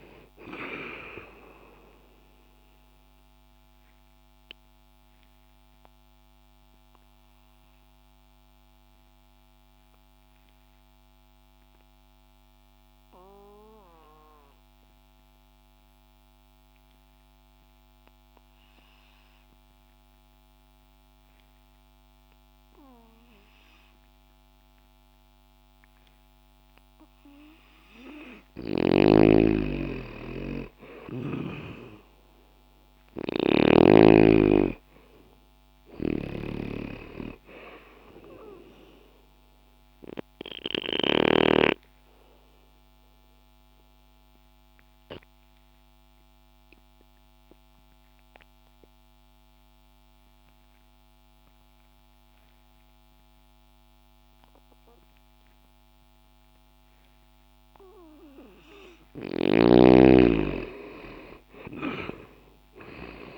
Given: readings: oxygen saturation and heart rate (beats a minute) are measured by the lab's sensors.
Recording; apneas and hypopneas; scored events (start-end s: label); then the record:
breathing in sleep by a microphone on the trachea; 2
3.50-28.00 s: obstructive apnea (oxygen 97% before, 85% lowest, heart rate 60 before, 60 extreme, up 0 after)
20.00-33.00 s: oxygen desaturation (device-marked, oxygen 94% before, 87% lowest, heart rate 60 before, 60 extreme)
28.50-41.50 s: snoring (device-marked)
31.00-36.00 s: arousal
42.50-59.00 s: obstructive apnea (oxygen 97% before, 85% lowest, heart rate 60 before, 60 extreme, up 1 after)
51.00-63.00 s: oxygen desaturation (device-marked, oxygen 95% before, 85% lowest, heart rate 60 before, 60 extreme)
62.00-63.38 s: arousal
From the record:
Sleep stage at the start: N2 (light sleep); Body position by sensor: on the left side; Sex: male